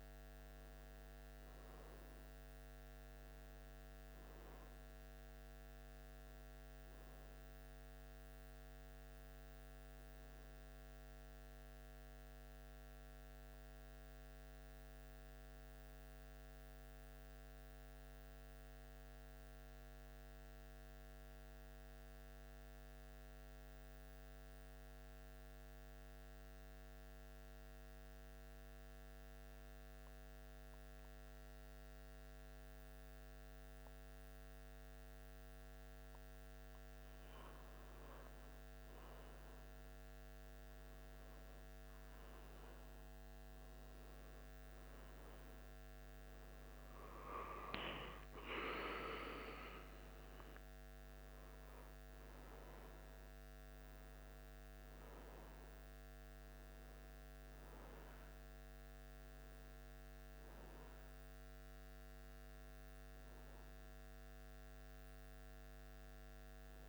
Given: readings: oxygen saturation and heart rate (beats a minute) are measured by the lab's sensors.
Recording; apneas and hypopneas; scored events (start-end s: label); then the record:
breathing in sleep, hard to hear, by a microphone on the trachea; 1
14.00-44.00 s: new sleep stage, N2 (light sleep)
16.00-36.00 s: central apnea (oxygen 94% before, 88% lowest, heart rate 78 before, 75 extreme, up 2 after)
24.00-39.00 s: oxygen desaturation (device-marked, oxygen 94% before, 88% lowest, heart rate 77 before, 75 extreme)
40.00-44.00 s: arousal
44.00-66.89 s: new sleep stage, N1 (lightest sleep)
From the record:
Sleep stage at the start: N1 (lightest sleep); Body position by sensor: on the back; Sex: male